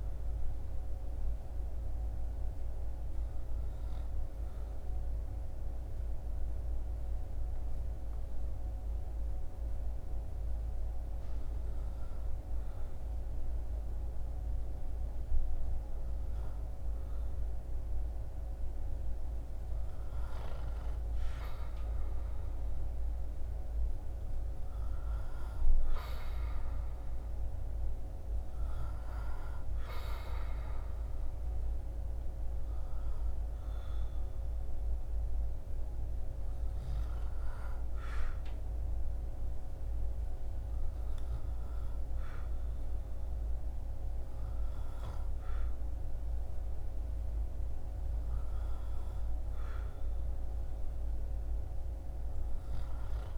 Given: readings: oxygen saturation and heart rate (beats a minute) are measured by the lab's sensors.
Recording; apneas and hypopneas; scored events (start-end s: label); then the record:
breathing in sleep, hard to hear, by a room microphone; 1
0.00-5.50 s: oxygen desaturation (device-marked, oxygen 95% lowest, heart rate 50 extreme)
2.00-19.00 s: hypopnea (oxygen 99% before, 95% lowest, heart rate 80 before, 50 extreme, up 1 after)
21.00-25.00 s: arousal
From the record:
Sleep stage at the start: N2 (light sleep); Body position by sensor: on the back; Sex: male